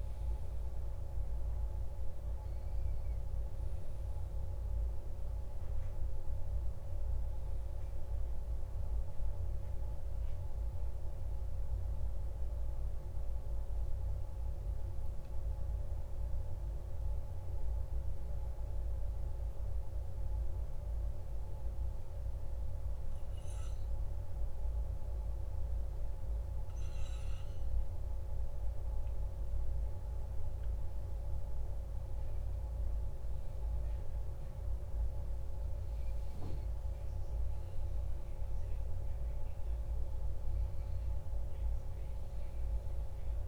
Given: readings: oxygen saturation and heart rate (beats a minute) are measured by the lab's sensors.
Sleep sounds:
breathing in sleep, hard to hear, by a room microphone; 1
16.00-32.50 s: obstructive apnea (oxygen 98% before, 95% lowest, heart rate 54 before, 52 extreme, up 2 after)
35.00-39.50 s: arousal
40.00-43.48 s: oxygen desaturation (device-marked, oxygen 98% before, 95% lowest, heart rate 53 before, 51 extreme)
From the record:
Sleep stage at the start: N1 (lightest sleep); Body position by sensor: on the back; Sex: male

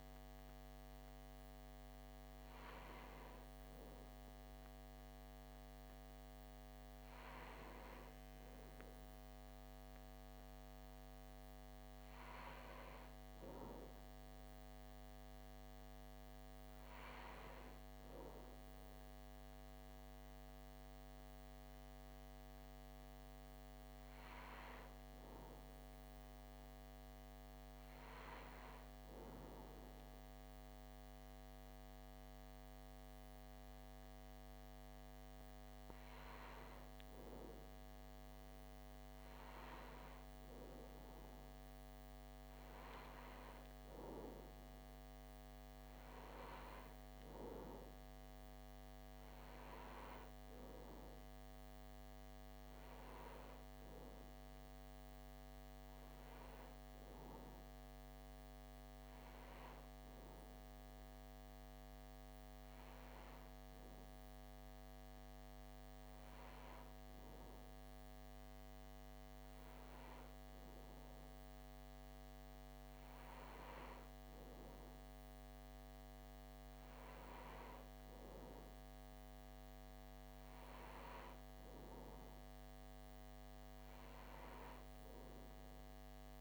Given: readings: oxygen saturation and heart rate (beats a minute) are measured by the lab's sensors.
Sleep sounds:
breathing in sleep, hard to hear, by a microphone on the trachea; none
none scored
From the record:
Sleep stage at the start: REM sleep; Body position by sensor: on the back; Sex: male

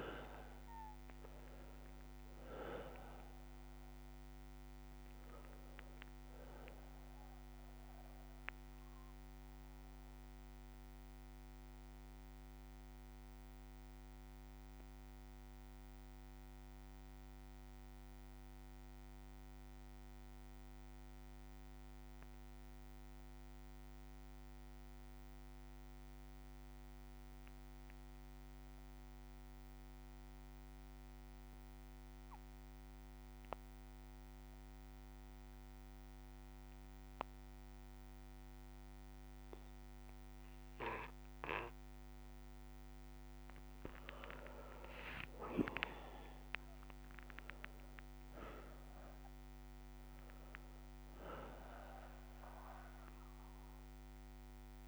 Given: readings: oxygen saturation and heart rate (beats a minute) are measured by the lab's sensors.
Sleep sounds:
breathing in sleep by a microphone on the trachea; 1
0.00-2.00 s: arousal
0.00-21.50 s: oxygen desaturation (device-marked, oxygen 92% lowest, heart rate 57 extreme)
8.50-42.00 s: obstructive apnea (oxygen 99% before, 91% lowest, heart rate 62 before, 56 extreme, up 4 after)
9.50-28.50 s: bradycardia (device-marked, heart rate 57 before, 57 extreme)
38.50-54.88 s: oxygen desaturation (device-marked, oxygen 99% before, 91% lowest, heart rate 59 before, 56 extreme)
43.50-48.00 s: arousal
From the record:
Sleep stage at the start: N2 (light sleep); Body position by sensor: on the back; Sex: male

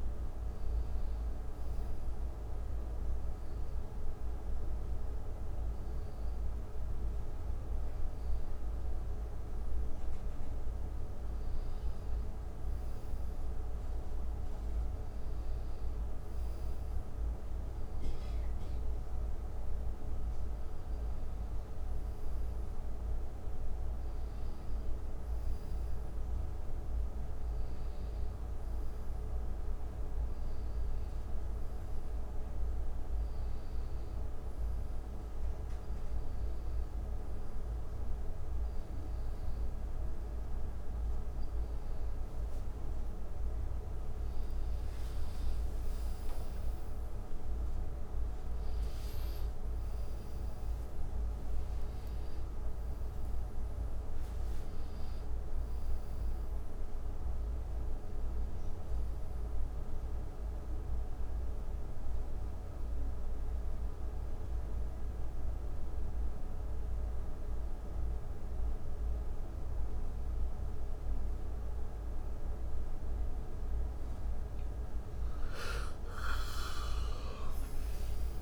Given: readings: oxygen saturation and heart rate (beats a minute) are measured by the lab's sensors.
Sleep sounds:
a person partly awake in a sleep study, hard to hear, by a room microphone; 2
0.00-11.00 s: oxygen desaturation (device-marked, oxygen 89% lowest, heart rate 74 extreme)
2.00-12.00 s: hypopnea (oxygen 97% before, 89% lowest, heart rate 75 before, 74 extreme, up 1 after)
14.50-19.00 s: arousal
32.50-43.50 s: hypopnea (oxygen 92% before, 90% lowest, heart rate 76 before, 72 extreme, up 23 after)
47.00-77.00 s: new sleep stage, awake
77.00-78.42 s: new sleep stage, N1 (lightest sleep)
From the record:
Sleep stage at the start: N2 (light sleep); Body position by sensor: on the back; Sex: male

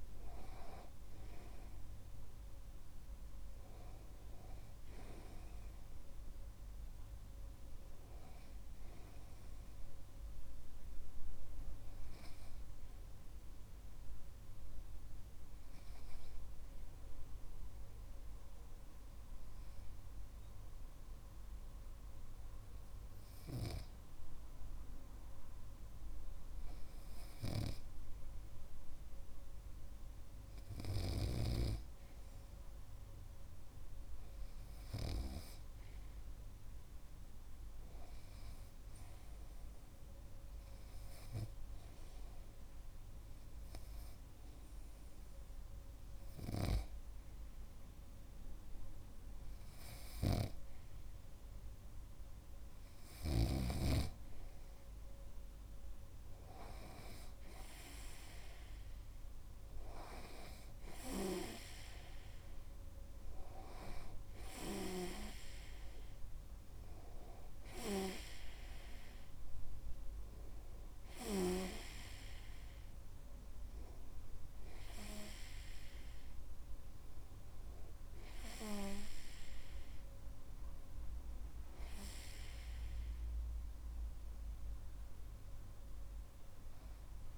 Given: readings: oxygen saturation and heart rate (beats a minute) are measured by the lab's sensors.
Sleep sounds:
breathing in sleep by a room microphone; 1
14.50-48.50 s: hypopnea (oxygen 98% before, 95% lowest)
50.50-54.00 s: snoring (device-marked)
51.00-55.50 s: arousal
From the record:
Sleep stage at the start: REM sleep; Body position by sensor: on the right side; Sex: male

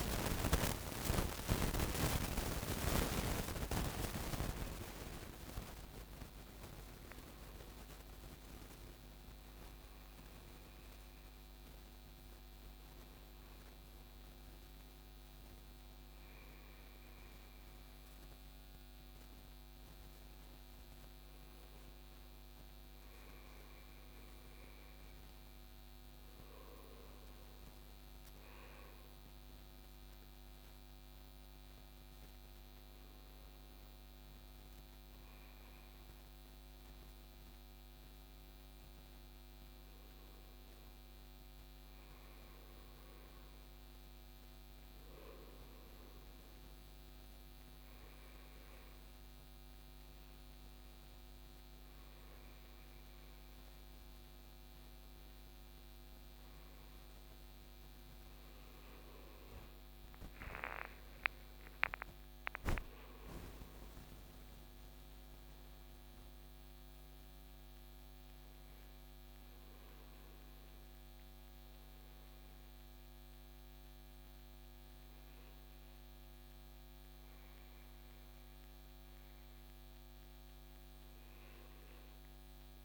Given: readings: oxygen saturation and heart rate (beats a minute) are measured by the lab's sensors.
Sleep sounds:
breathing in sleep by a microphone on the trachea; none
4.00-82.85 s: new sleep stage, N2 (light sleep)
60.50-65.00 s: arousal
From the record:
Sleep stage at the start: N1 (lightest sleep); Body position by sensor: on the right side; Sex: male

